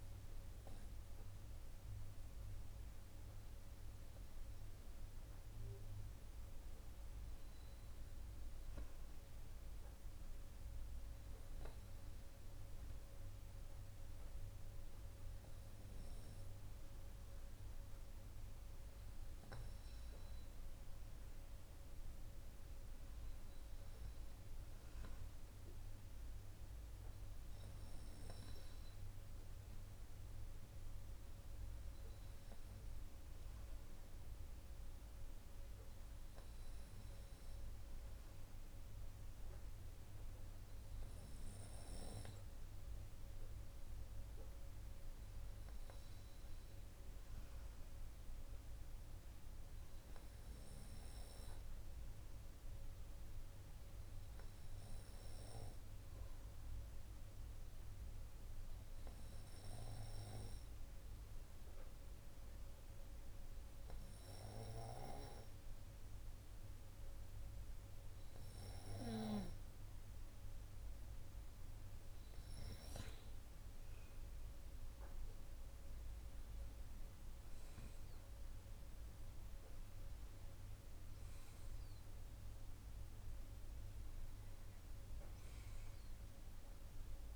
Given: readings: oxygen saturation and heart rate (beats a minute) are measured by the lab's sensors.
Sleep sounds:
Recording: breathing in sleep, hard to hear, by a room microphone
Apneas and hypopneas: 1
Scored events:
51.50-71.00 s: hypopnea (oxygen 96% before, 94% lowest)
74.00-78.00 s: arousal
From the record:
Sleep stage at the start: N2 (light sleep)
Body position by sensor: on the right side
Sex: male

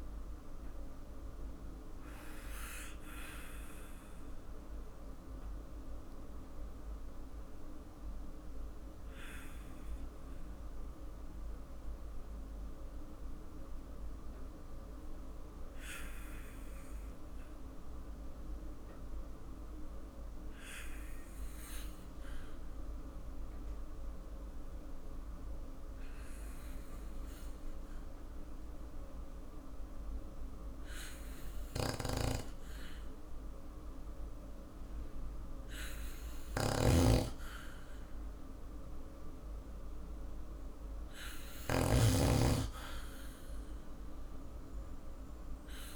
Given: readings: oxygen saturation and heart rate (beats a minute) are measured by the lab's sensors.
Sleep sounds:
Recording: breathing in sleep by a room microphone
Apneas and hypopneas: 1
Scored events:
0.00-4.00 s: oxygen desaturation (device-marked, oxygen 94% lowest, heart rate 51 extreme)
5.00-32.00 s: obstructive apnea (oxygen 98% before, 94% lowest, heart rate 76 before, 50 extreme, up 3 after)
33.50-37.50 s: arousal
36.00-45.95 s: snoring (device-marked)
From the record:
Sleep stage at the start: N2 (light sleep)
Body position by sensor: on the back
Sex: male

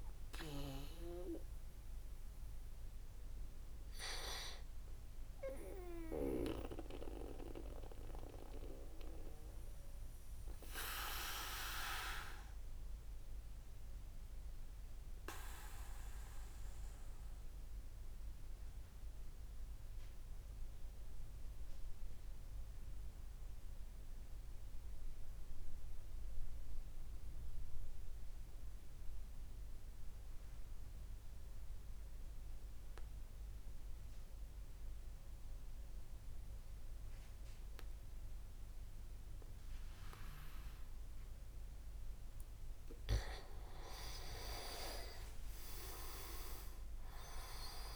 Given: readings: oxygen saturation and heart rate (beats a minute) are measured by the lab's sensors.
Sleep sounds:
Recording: breathing in sleep by a room microphone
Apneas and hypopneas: 1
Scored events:
0.00-4.50 s: oxygen desaturation (device-marked, oxygen 94% lowest)
6.50-43.00 s: obstructive apnea (oxygen 98% before, 92% lowest)
39.50-47.96 s: oxygen desaturation (device-marked, oxygen 99% before, 92% lowest)
44.50-47.96 s: arousal
45.00-47.50 s: leg movement (device-marked)
From the record:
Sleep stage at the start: N2 (light sleep)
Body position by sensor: on the back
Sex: male

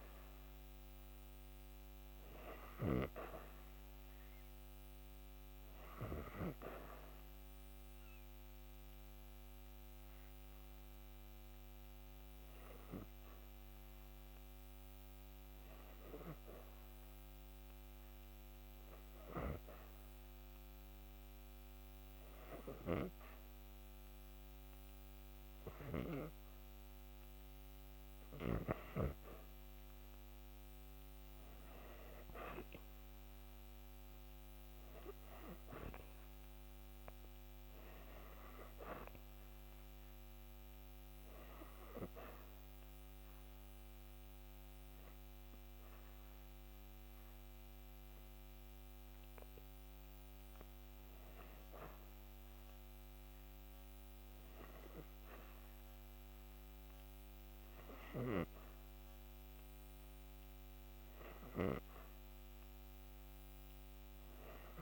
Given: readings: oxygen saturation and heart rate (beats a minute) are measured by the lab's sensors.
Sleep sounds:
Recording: breathing in sleep by a microphone on the trachea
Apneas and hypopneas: 1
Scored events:
6.00-25.00 s: hypopnea (oxygen 97% before, 89% lowest)
21.50-38.50 s: oxygen desaturation (device-marked, oxygen 96% before, 93% lowest)
26.00-29.50 s: arousal
45.50-57.50 s: oxygen desaturation (device-marked, oxygen 95% before, 89% lowest)
59.50-63.00 s: arousal
From the record:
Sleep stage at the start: REM sleep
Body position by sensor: on the back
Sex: female

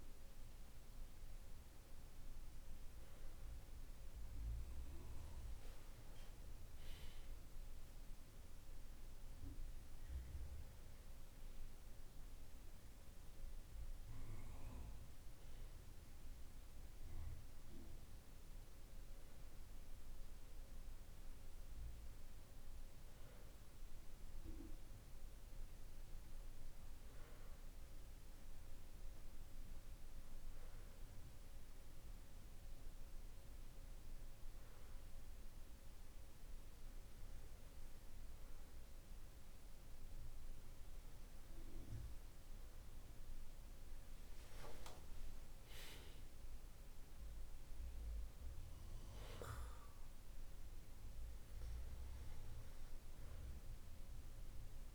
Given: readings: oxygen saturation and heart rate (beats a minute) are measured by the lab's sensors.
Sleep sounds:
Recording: breathing in sleep, hard to hear, by a room microphone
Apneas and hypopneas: none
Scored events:
none scored
From the record:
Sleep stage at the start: N2 (light sleep)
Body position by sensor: on the back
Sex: male

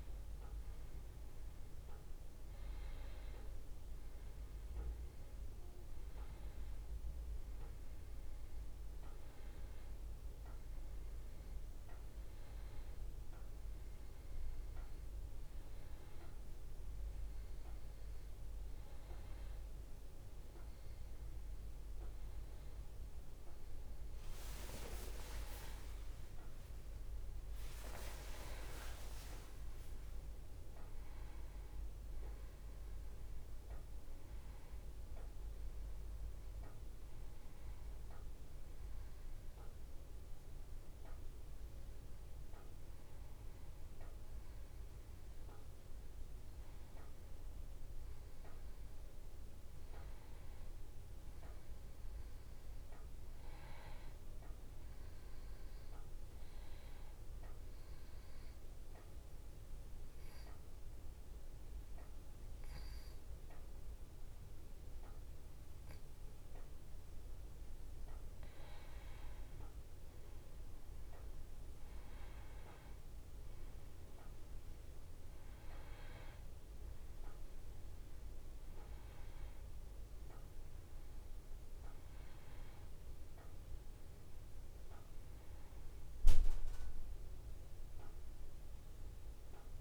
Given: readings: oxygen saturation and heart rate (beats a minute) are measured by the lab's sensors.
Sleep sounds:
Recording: breathing in sleep, hard to hear, by a room microphone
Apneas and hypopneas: 1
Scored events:
0.00-1.50 s: oxygen desaturation (device-marked, oxygen 91% lowest, heart rate 62 extreme)
25.00-29.50 s: arousal
57.00-67.00 s: obstructive apnea (oxygen 98% before, 91% lowest, heart rate 69 before, 64 extreme, up 3 after)
69.00-72.50 s: arousal
75.50-89.50 s: oxygen desaturation (device-marked, oxygen 95% before, 91% lowest, heart rate 67 before, 63 extreme)
From the record:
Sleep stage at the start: N2 (light sleep)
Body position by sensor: on the back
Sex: male

